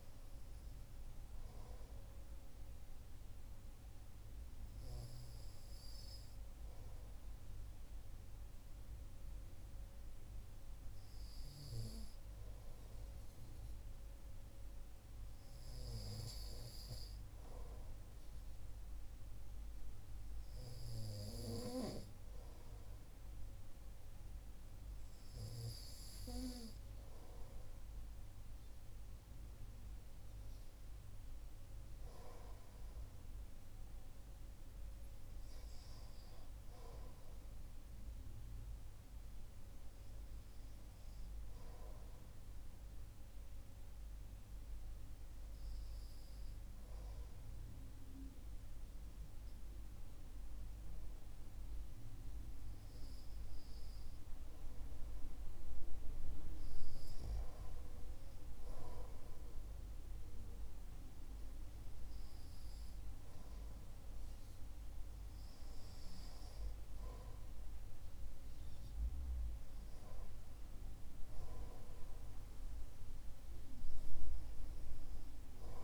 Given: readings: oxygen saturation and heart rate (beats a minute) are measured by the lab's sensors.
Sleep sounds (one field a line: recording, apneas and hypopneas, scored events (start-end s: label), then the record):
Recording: breathing in sleep by a room microphone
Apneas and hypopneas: 1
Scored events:
42.00-54.00 s: hypopnea (oxygen 95% before, 93% lowest)
57.50-61.50 s: arousal
From the record:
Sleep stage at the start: REM sleep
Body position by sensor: on the right side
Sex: male